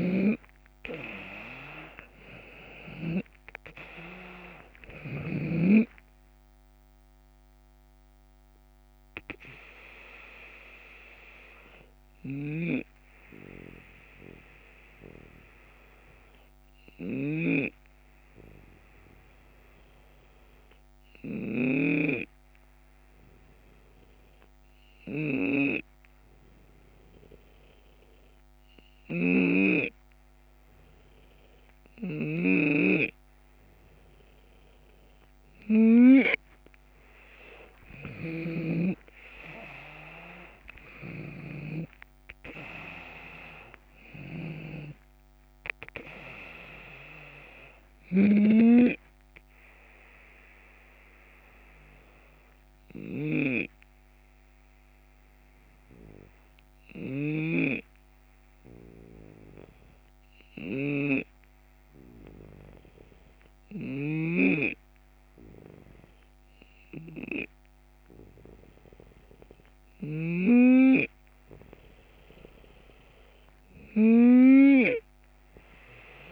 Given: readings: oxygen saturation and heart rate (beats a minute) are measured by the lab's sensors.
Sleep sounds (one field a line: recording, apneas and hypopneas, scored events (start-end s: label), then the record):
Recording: breathing in sleep by a microphone on the trachea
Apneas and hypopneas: 2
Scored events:
0.00-4.00 s: arousal
1.00-12.00 s: drop in pulse transit time (device-marked, heart rate 75 before, 80 extreme)
12.00-35.00 s: hypopnea (oxygen 88% before, 84% lowest, heart rate 80 before, 68 extreme, up 8 after)
16.50-70.00 s: snoring (device-marked)
21.00-31.00 s: drop in pulse transit time (device-marked, heart rate 79 before, 74 extreme)
36.50-41.50 s: arousal
42.00-49.00 s: drop in pulse transit time (device-marked, heart rate 77 before, 78 extreme)
45.00-73.00 s: oxygen desaturation (device-marked, oxygen 95% before, 88% lowest, heart rate 79 before, 68 extreme)
49.00-69.00 s: obstructive apnea (oxygen 95% before, 88% lowest, heart rate 80 before, 68 extreme, up 5 after)
59.00-69.00 s: drop in pulse transit time (device-marked, heart rate 77 before, 68 extreme)
From the record:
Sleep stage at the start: N2 (light sleep)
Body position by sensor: on the left side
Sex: male